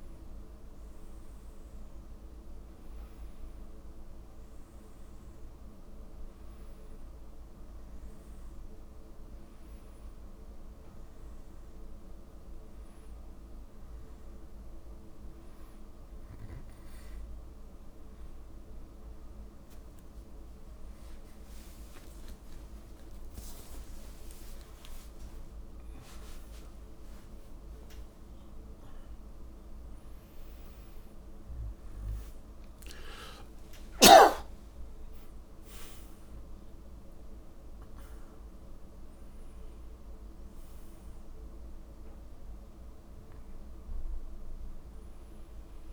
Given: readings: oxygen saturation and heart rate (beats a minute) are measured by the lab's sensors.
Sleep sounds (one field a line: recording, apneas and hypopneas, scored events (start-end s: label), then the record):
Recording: a person awake in a sleep study, hard to hear, by a room microphone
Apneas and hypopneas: none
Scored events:
17.00-45.93 s: new sleep stage, awake
From the record:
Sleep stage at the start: N1 (lightest sleep)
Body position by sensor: on the back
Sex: male